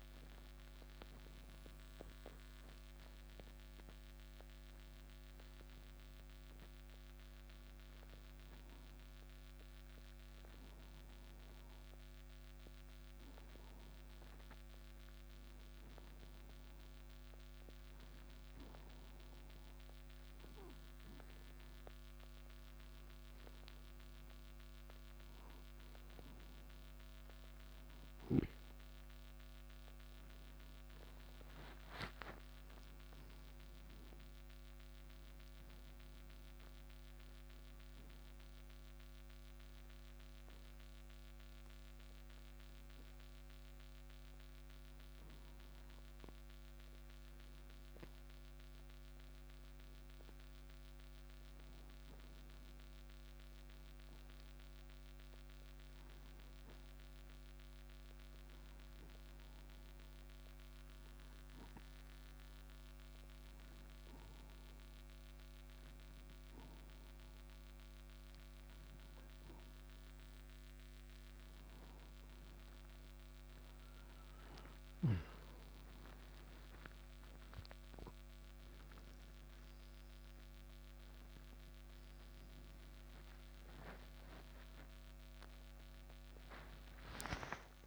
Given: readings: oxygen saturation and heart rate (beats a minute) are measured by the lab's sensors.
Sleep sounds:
breathing in sleep, hard to hear, by a microphone on the trachea; 2
0.00-9.00 s: oxygen desaturation (device-marked, oxygen 86% lowest, heart rate 83 extreme)
5.50-9.50 s: arousal
12.00-22.00 s: hypopnea (oxygen 97% before, 93% lowest, heart rate 140 before, 73 extreme, up 18 after)
26.50-31.50 s: arousal
55.50-70.50 s: hypopnea (oxygen 95% before, 90% lowest, heart rate 107 before, 59 extreme)
81.00-87.87 s: new sleep stage, awake
From the record:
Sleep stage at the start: N2 (light sleep); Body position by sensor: on the right side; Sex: male

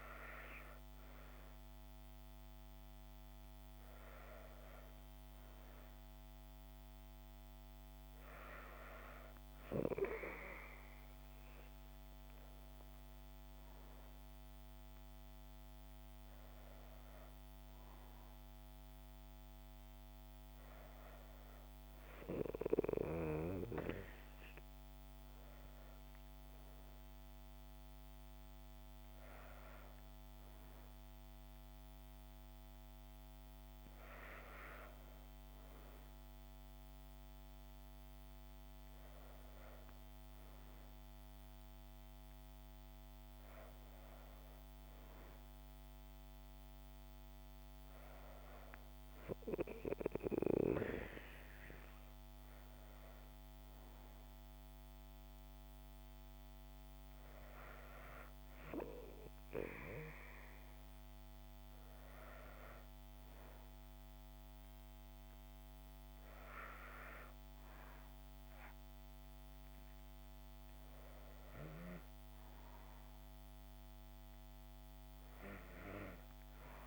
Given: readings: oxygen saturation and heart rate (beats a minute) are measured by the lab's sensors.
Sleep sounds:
breathing in sleep by a microphone on the trachea; none
none scored
From the record:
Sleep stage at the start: N2 (light sleep); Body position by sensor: on the back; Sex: female

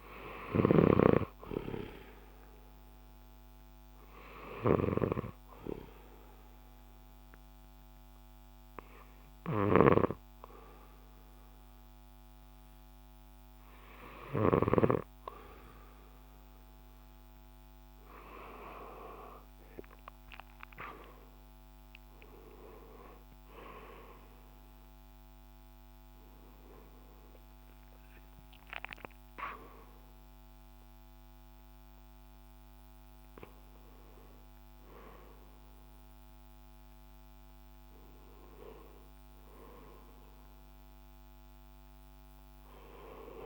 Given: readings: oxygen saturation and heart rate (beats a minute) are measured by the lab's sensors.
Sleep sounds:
breathing in sleep by a microphone on the trachea; 1
0.00-4.50 s: oxygen desaturation (device-marked, oxygen 88% lowest, heart rate 63 extreme)
0.00-15.00 s: snoring (device-marked)
3.00-17.50 s: hypopnea (oxygen 92% before, 88% lowest, heart rate 67 before, 63 extreme, up 11 after)
20.00-25.00 s: arousal
21.50-36.50 s: drop in pulse transit time (device-marked, heart rate 68 before, 68 extreme)
28.50-43.46 s: oxygen desaturation (device-marked, oxygen 94% before, 88% lowest, heart rate 69 before, 63 extreme)
From the record:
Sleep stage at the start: N2 (light sleep); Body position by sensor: on the left side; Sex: male

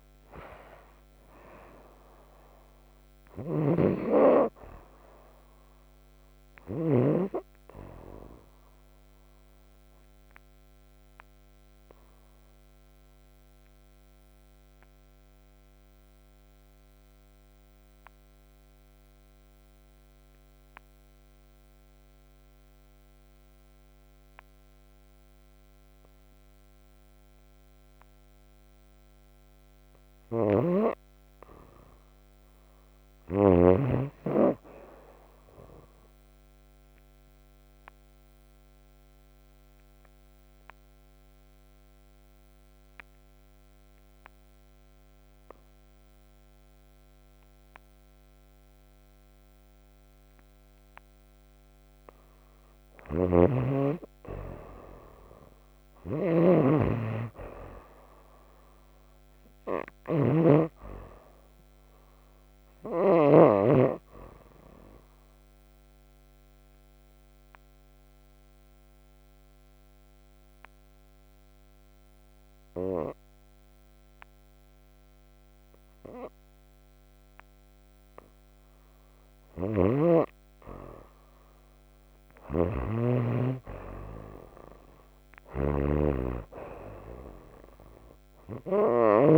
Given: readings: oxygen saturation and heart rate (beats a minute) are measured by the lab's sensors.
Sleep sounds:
breathing in sleep by a microphone on the trachea; 3
0.00-7.00 s: snoring (device-marked)
0.00-32.50 s: oxygen desaturation (device-marked, oxygen 78% lowest, heart rate 46 extreme)
8.50-29.50 s: obstructive apnea (oxygen 96% before, 78% lowest, heart rate 59 before, 55 extreme, up 8 after)
30.00-33.50 s: snoring (device-marked)
37.00-52.00 s: obstructive apnea (oxygen 97% before, 86% lowest, heart rate 58 before, 59 extreme, up 10 after)
52.50-63.00 s: snoring (device-marked)
54.00-58.00 s: arousal
57.50-73.50 s: oxygen desaturation (device-marked, oxygen 93% before, 88% lowest, heart rate 62 before, 43 extreme)
65.00-78.50 s: obstructive apnea (oxygen 97% before, 86% lowest, heart rate 64 before, 43 extreme, up 5 after)
80.00-83.50 s: arousal
80.50-87.50 s: oxygen desaturation (device-marked, oxygen 91% before, 86% lowest, heart rate 63 before, 53 extreme)
82.00-89.38 s: snoring (device-marked)
From the record:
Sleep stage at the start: N2 (light sleep); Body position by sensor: on the right side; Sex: female

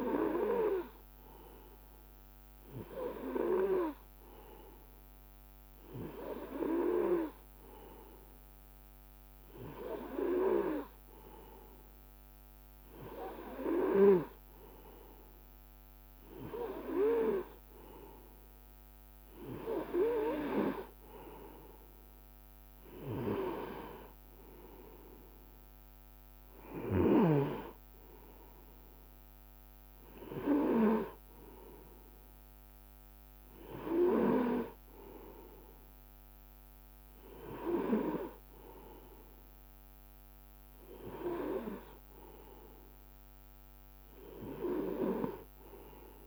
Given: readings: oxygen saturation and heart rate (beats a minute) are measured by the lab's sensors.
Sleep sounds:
breathing in sleep by a microphone on the trachea; none
none scored
From the record:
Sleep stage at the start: N2 (light sleep); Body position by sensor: on the right side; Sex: male

